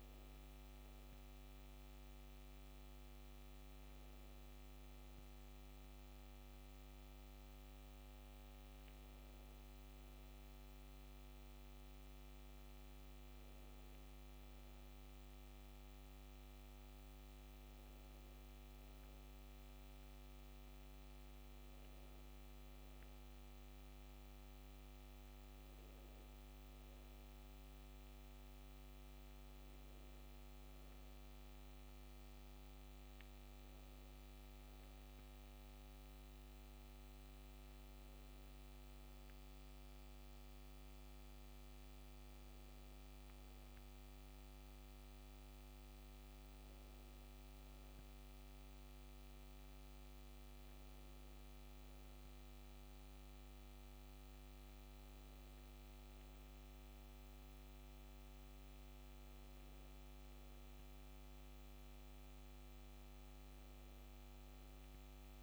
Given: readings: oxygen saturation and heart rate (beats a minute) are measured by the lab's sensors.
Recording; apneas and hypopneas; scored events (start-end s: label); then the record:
breathing in sleep, hard to hear, by a microphone on the trachea; none
none scored
From the record:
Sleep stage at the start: N2 (light sleep); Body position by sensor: on the back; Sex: female